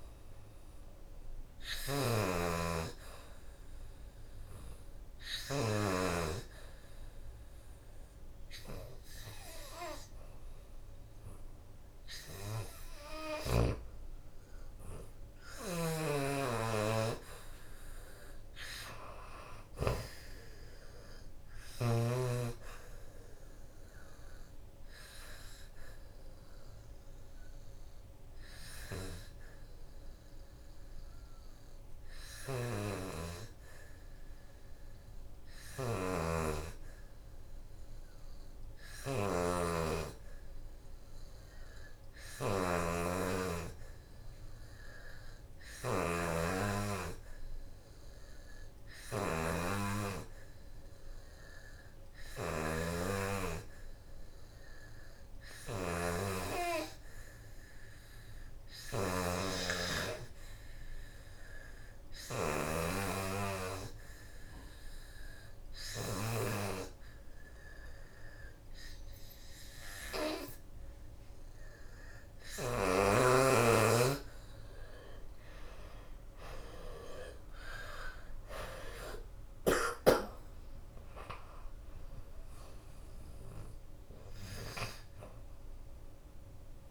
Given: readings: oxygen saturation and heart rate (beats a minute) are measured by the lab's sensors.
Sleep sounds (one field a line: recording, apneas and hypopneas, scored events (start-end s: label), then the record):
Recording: breathing in sleep by a room microphone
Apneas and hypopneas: 2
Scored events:
0.00-2.00 s: arousal
0.00-8.00 s: oxygen desaturation (device-marked, oxygen 84% lowest, heart rate 66 extreme)
5.00-15.00 s: hypopnea (oxygen 87% before, 84% lowest, heart rate 77 before, 65 extreme, up 4 after)
16.50-19.50 s: arousal
23.00-36.00 s: oxygen desaturation (device-marked, oxygen 89% before, 84% lowest, heart rate 81 before, 65 extreme)
35.50-71.50 s: obstructive apnea (oxygen 89% before, 82% lowest, heart rate 75 before, 66 extreme, up 6 after)
42.00-75.00 s: oxygen desaturation (device-marked, oxygen 92% before, 84% lowest, heart rate 72 before, 66 extreme)
75.50-79.00 s: arousal
83.00-86.91 s: oxygen desaturation (device-marked, oxygen 86% before, 82% lowest, heart rate 79 before, 66 extreme)
From the record:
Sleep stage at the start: N2 (light sleep)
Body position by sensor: on the back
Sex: female